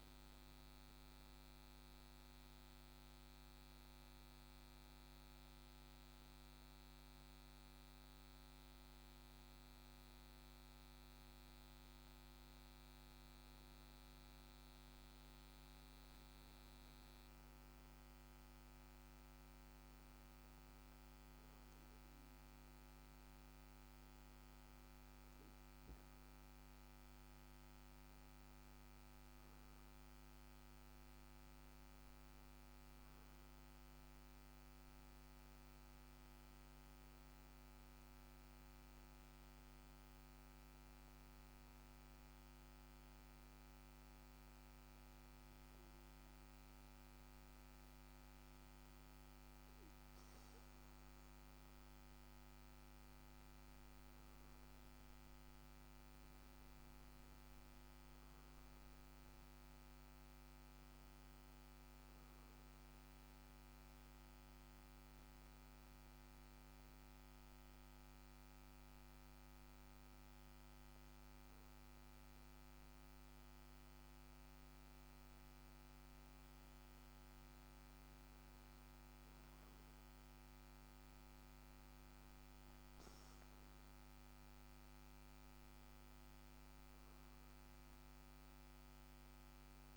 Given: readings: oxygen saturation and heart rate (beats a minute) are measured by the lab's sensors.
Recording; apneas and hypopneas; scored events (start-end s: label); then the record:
breathing in sleep, hard to hear, by a microphone on the trachea; 3
1.50-16.00 s: hypopnea (oxygen 95% before, 92% lowest, heart rate 60 before, 54 extreme, up 3 after)
18.00-22.00 s: arousal
19.50-35.50 s: oxygen desaturation (device-marked, oxygen 95% before, 92% lowest, heart rate 59 before, 54 extreme)
36.00-51.00 s: hypopnea (oxygen 95% before, 92% lowest, heart rate 60 before, 57 extreme, up 4 after)
53.50-58.50 s: arousal
65.50-78.00 s: hypopnea (oxygen 95% before, 92% lowest, heart rate 61 before, 57 extreme, up 4 after)
80.50-84.50 s: arousal
83.50-89.97 s: new sleep stage, REM sleep
From the record:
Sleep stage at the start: N2 (light sleep); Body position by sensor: on the back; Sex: male